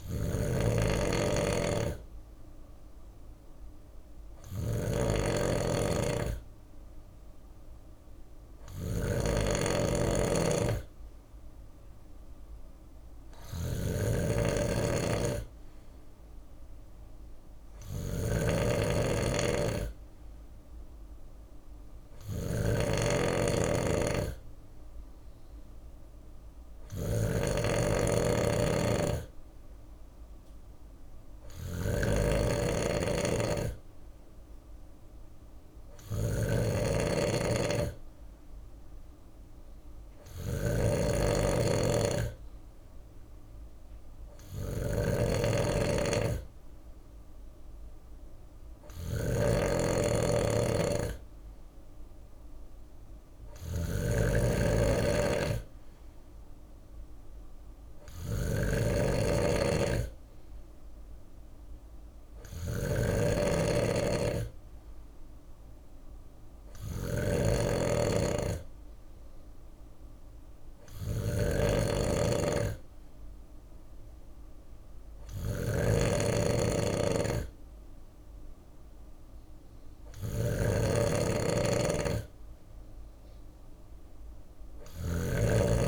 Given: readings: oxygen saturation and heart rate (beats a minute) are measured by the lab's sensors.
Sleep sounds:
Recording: breathing in sleep by a room microphone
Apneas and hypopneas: none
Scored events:
0.00-85.88 s: snoring (device-marked)
70.00-85.88 s: new sleep stage, N3 (deep sleep)
From the record:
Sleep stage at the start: N2 (light sleep)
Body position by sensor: on the left side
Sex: male

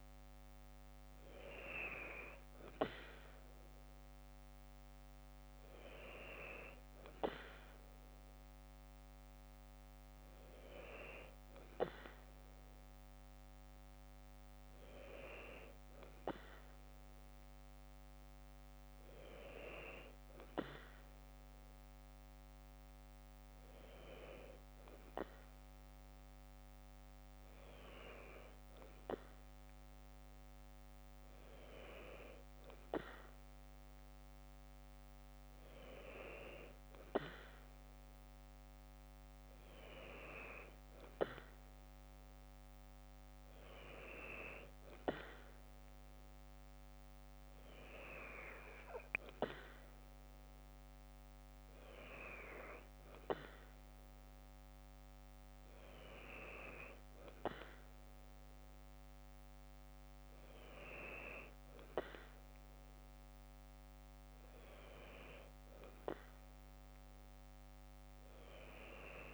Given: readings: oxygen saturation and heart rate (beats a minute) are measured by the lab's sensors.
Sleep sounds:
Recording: breathing in sleep by a microphone on the trachea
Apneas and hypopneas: none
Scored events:
none scored
From the record:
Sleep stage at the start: N2 (light sleep)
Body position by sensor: on the left side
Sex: female

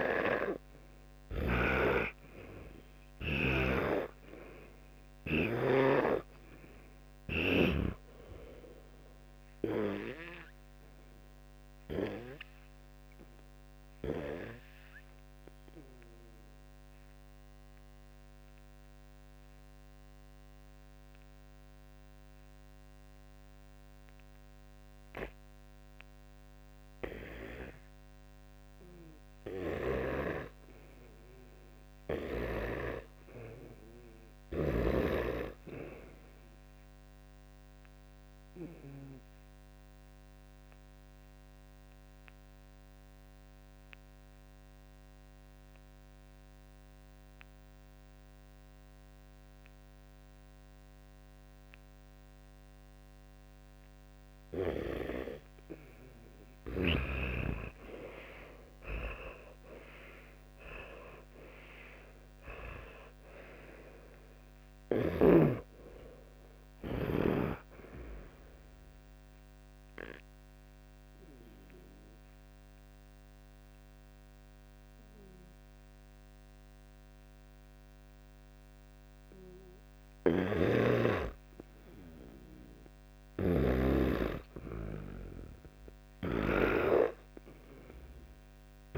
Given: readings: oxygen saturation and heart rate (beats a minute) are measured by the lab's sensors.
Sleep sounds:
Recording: breathing in sleep by a microphone on the trachea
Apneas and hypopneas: 3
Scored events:
0.00-1.50 s: snoring (device-marked)
3.50-7.50 s: snoring (device-marked)
8.00-13.00 s: arousal
11.00-40.00 s: oxygen desaturation (device-marked, oxygen 97% before, 86% lowest, heart rate 68 before, 54 extreme)
18.00-29.50 s: obstructive apnea (oxygen 97% before, 86% lowest, heart rate 70 before, 54 extreme, up 6 after)
32.50-36.50 s: arousal
39.50-54.50 s: obstructive apnea (oxygen 97% before, 91% lowest, heart rate 59 before, 57 extreme, up 42 after)
56.00-60.50 s: arousal
71.50-81.50 s: obstructive apnea (oxygen 97% before, 94% lowest, heart rate 75 before, 57 extreme, up 7 after)
80.00-86.50 s: snoring (device-marked)
84.00-88.98 s: arousal
From the record:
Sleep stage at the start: N2 (light sleep)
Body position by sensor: on the back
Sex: male

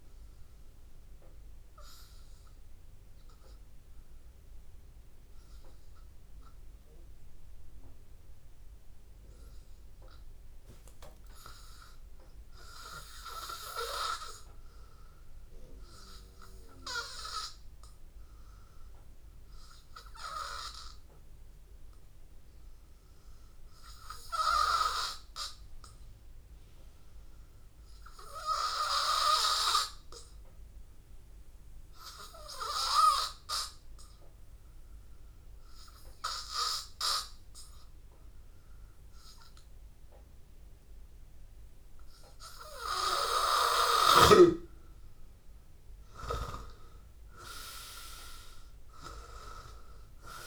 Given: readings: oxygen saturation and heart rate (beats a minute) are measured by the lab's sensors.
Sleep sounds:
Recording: breathing in sleep by a room microphone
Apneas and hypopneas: 1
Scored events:
0.00-6.00 s: oxygen desaturation (device-marked, oxygen 87% lowest, heart rate 85 extreme)
2.50-42.50 s: hypopnea (oxygen 92% before, 90% lowest, heart rate 88 before, 83 extreme, up 1 after)
28.00-50.47 s: oxygen desaturation (device-marked, oxygen 97% before, 90% lowest, heart rate 87 before, 83 extreme)
44.00-50.00 s: arousal
From the record:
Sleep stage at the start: N2 (light sleep)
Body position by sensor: on the back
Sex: male

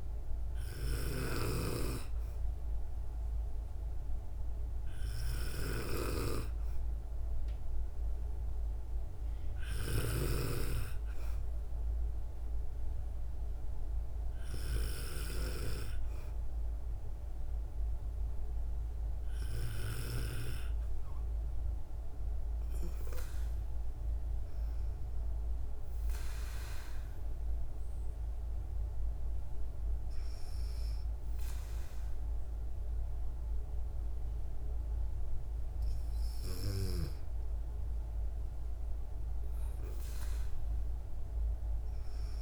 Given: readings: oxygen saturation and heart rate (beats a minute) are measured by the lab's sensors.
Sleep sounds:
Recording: breathing in sleep by a room microphone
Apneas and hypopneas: none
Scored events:
21.00-26.00 s: arousal
From the record:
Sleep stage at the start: N2 (light sleep)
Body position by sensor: on the back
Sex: female

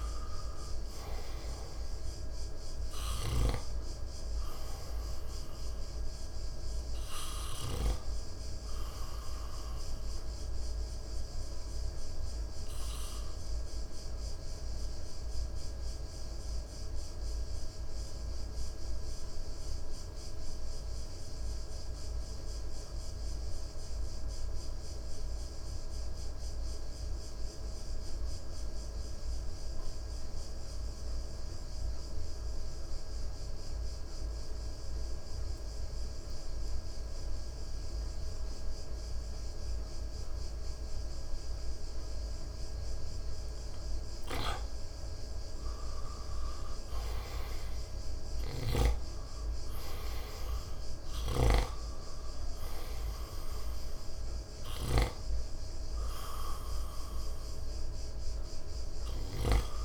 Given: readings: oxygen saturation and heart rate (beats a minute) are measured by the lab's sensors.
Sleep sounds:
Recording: breathing in sleep by a room microphone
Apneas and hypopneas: 1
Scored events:
0.00-2.50 s: arousal
0.00-23.00 s: oxygen desaturation (device-marked, oxygen 89% lowest, heart rate 56 extreme)
11.00-44.00 s: mixed apnea (oxygen 99% before, 87% lowest, heart rate 60 before, 54 extreme, up 6 after)
39.00-59.85 s: oxygen desaturation (device-marked, oxygen 98% before, 87% lowest, heart rate 59 before, 53 extreme)
46.00-50.00 s: arousal
From the record:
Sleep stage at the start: N2 (light sleep)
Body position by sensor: on the right side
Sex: male

